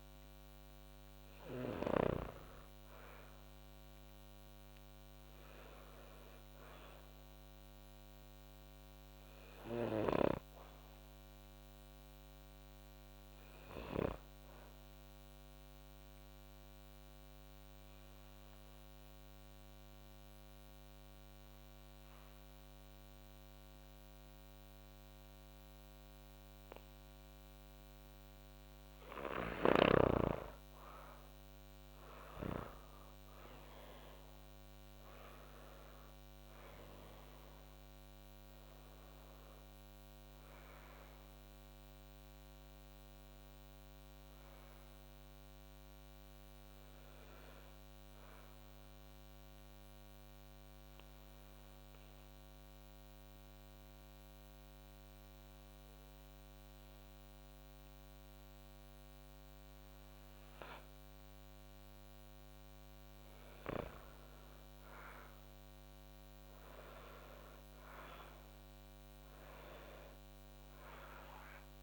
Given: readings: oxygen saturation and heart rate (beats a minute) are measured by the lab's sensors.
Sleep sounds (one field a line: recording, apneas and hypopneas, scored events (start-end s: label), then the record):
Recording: breathing in sleep by a microphone on the trachea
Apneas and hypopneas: 2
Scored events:
0.00-2.50 s: arousal
15.00-28.00 s: obstructive apnea (oxygen 97% before, 90% lowest, heart rate 42 before, 35 extreme, up 0 after)
16.00-71.83 s: new sleep stage, N2 (light sleep)
29.50-34.50 s: arousal
32.00-53.00 s: oxygen desaturation (device-marked, oxygen 96% before, 90% lowest, heart rate 39 before, 34 extreme)
38.50-59.50 s: obstructive apnea (oxygen 96% before, 90% lowest, heart rate 44 before, 34 extreme, up 7 after)
62.00-67.00 s: arousal
69.00-71.83 s: oxygen desaturation (device-marked, oxygen 97% before, 93% lowest, heart rate 43 before, 34 extreme)
From the record:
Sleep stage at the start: N1 (lightest sleep)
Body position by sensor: on the back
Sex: female